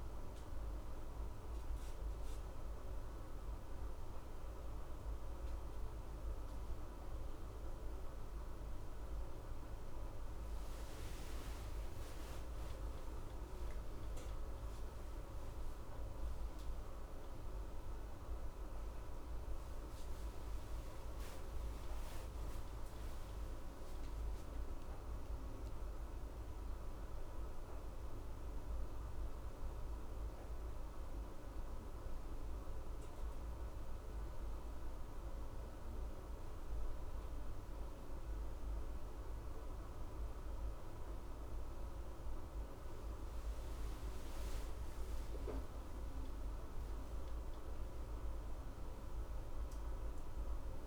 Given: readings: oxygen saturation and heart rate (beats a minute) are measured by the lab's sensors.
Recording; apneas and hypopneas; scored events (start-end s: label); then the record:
breathing in sleep, hard to hear, by a room microphone; none
23.50-29.00 s: arousal
From the record:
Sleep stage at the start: N2 (light sleep); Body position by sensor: on the left side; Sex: male